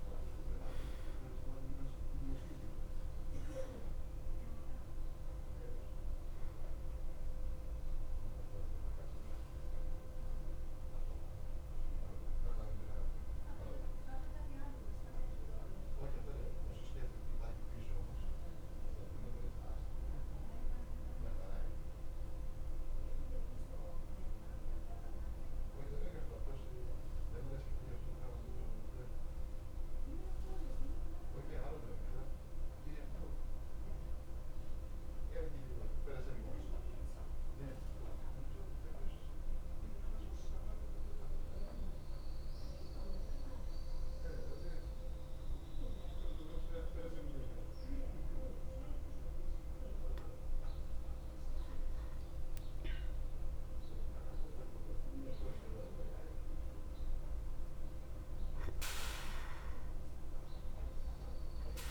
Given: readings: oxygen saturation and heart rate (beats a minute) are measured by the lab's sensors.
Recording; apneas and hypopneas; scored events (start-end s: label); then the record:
breathing in sleep by a room microphone; 1
0.00-30.50 s: oxygen desaturation (device-marked, oxygen 87% lowest, heart rate 51 extreme)
15.50-49.00 s: central apnea (oxygen 94% before, 87% lowest, heart rate 57 before, 51 extreme, up 3 after)
52.00-57.50 s: arousal
From the record:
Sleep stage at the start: N2 (light sleep); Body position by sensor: on the back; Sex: male